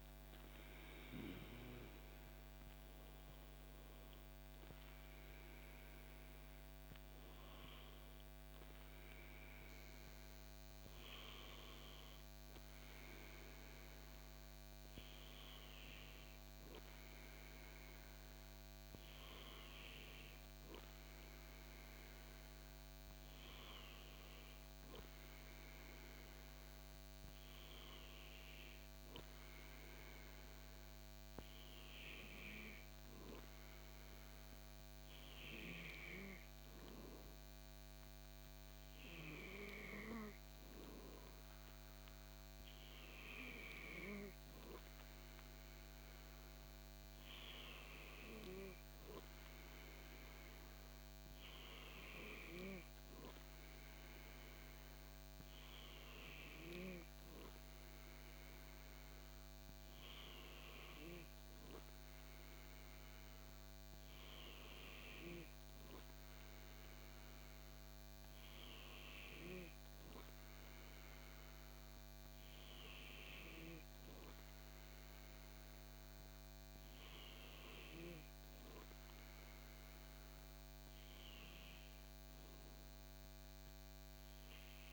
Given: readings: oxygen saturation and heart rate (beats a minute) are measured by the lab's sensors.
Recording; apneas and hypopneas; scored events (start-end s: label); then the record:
breathing in sleep by a microphone on the trachea; none
none scored
From the record:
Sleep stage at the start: N2 (light sleep); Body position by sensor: on the back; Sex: male